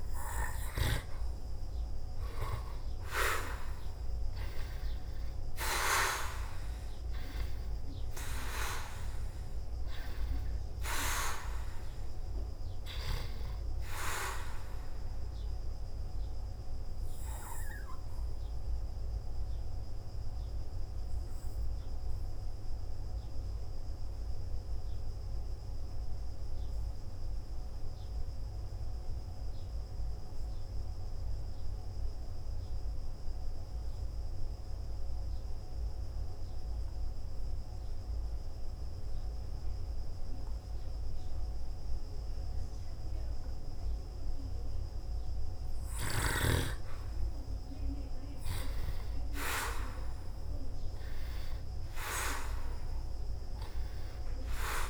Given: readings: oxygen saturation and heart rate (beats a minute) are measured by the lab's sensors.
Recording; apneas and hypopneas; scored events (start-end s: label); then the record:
breathing in sleep by a room microphone; 1
6.50-10.50 s: arousal
17.00-46.00 s: hypopnea (oxygen 97% before, 82% lowest, heart rate 53 before, 54 extreme, up 2 after)
20.50-44.50 s: oxygen desaturation (device-marked, oxygen 95% before, 82% lowest, heart rate 57 before, 54 extreme)
49.00-52.50 s: arousal
From the record:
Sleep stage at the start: N2 (light sleep); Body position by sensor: on the back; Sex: male